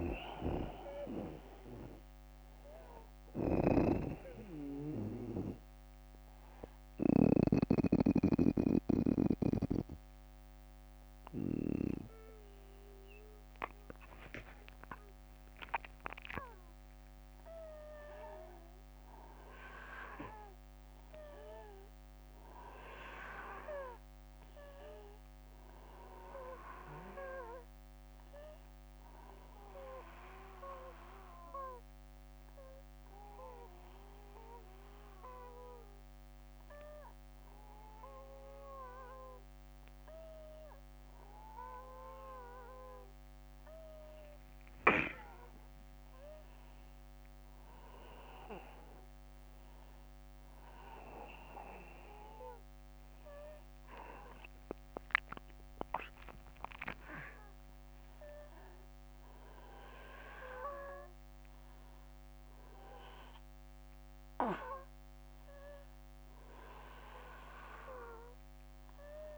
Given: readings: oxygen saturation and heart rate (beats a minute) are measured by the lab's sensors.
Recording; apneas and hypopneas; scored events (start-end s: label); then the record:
breathing in sleep by a microphone on the trachea; 2
0.00-6.50 s: snoring (device-marked)
0.00-9.50 s: oxygen desaturation (device-marked, oxygen 93% lowest, heart rate 62 extreme)
5.50-15.50 s: obstructive apnea (oxygen 96% before, 93% lowest, heart rate 66 before, 62 extreme, up 11 after)
17.50-21.50 s: arousal
26.50-69.38 s: new sleep stage, N1 (lightest sleep)
28.50-40.00 s: hypopnea (oxygen 95% before, 95% lowest, heart rate 68 before, 66 extreme, up 5 after)
44.50-49.50 s: arousal
From the record:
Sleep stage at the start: N2 (light sleep); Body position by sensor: on the back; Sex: male